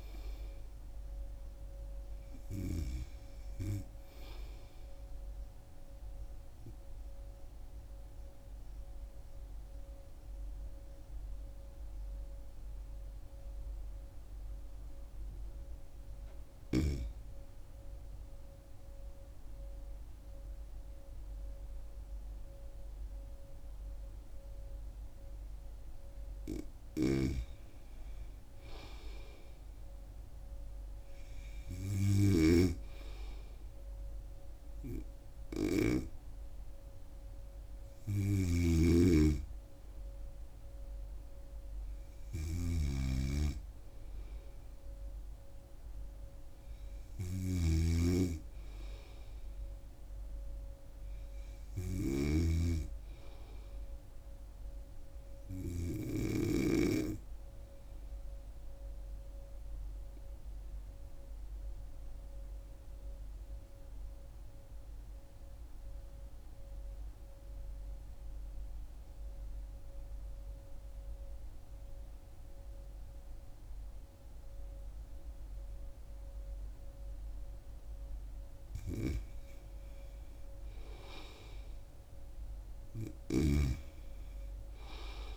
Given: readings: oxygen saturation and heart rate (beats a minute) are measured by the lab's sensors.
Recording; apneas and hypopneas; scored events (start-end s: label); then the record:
breathing in sleep by a room microphone; 2
7.50-27.50 s: obstructive apnea (oxygen 100% before, 93% lowest, heart rate 79 before, 75 extreme, up 3 after)
22.00-50.00 s: oxygen desaturation (device-marked, oxygen 98% before, 93% lowest, heart rate 77 before, 75 extreme)
27.00-57.00 s: snoring (device-marked)
29.00-32.50 s: arousal
52.50-55.50 s: arousal
60.00-79.50 s: obstructive apnea (oxygen 97% before, 89% lowest, heart rate 78 before, 75 extreme, up 4 after)
81.00-84.00 s: arousal
81.00-85.37 s: oxygen desaturation (device-marked, oxygen 97% before, 89% lowest, heart rate 76 before, 76 extreme)
83.50-85.37 s: snoring (device-marked)
From the record:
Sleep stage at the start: N2 (light sleep); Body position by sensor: on the right side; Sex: female